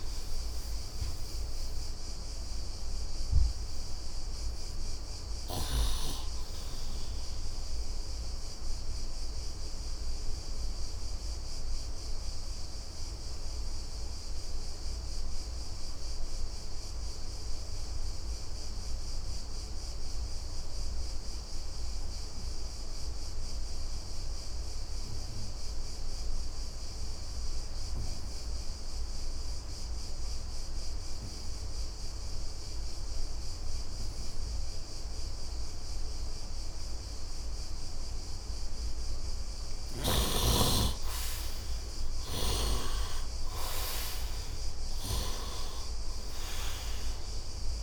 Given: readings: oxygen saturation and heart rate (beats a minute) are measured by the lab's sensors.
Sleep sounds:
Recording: breathing in sleep by a room microphone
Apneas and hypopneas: 1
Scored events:
0.00-13.00 s: oxygen desaturation (device-marked, oxygen 69% lowest, heart rate 70 extreme)
9.50-38.50 s: obstructive apnea (oxygen 87% before, 66% lowest, heart rate 80 before, 67 extreme, up 20 after)
22.00-47.83 s: oxygen desaturation (device-marked, oxygen 100% before, 66% lowest, heart rate 77 before, 67 extreme)
40.00-44.00 s: arousal
42.00-47.83 s: snoring (device-marked)
From the record:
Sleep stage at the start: N2 (light sleep)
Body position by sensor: on the right side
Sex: male

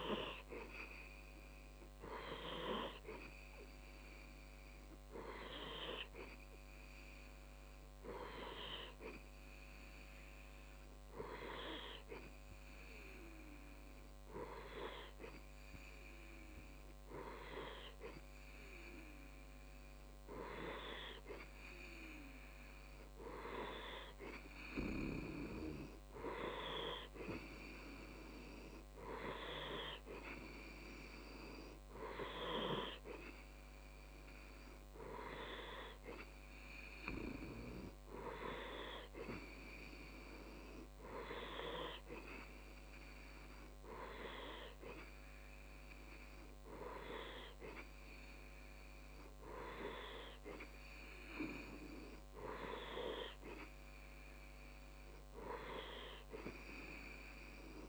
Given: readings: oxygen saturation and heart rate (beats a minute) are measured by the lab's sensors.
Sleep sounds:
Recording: breathing in sleep by a microphone on the trachea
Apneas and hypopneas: none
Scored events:
none scored
From the record:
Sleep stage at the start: N2 (light sleep)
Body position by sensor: on the left side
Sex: male

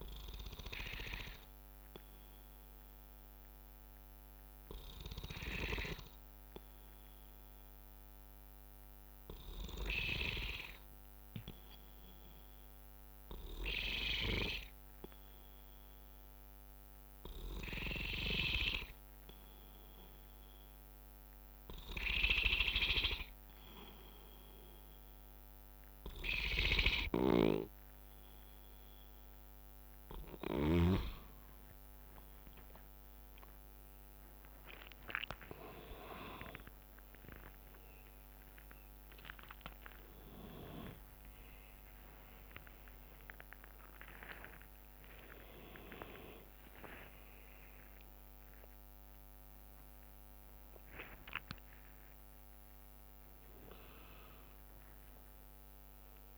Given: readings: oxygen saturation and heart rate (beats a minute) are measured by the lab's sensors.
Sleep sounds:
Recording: a person partly awake in a sleep study, by a microphone on the trachea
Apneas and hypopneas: 1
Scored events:
1.00-22.00 s: obstructive apnea (oxygen 95% before, 93% lowest, heart rate 64 before, 59 extreme, up 4 after)
5.00-7.00 s: bradycardia (device-marked, heart rate 66 before, 60 extreme)
27.50-31.00 s: snoring (device-marked)
35.00-56.38 s: new sleep stage, awake
45.50-47.50 s: long interval between heartbeats (device-marked, heart rate 72 before, 90 extreme)
54.50-56.38 s: long interval between heartbeats (device-marked, heart rate 81 before, 97 extreme)
From the record:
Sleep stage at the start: N2 (light sleep)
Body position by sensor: on the right side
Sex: male

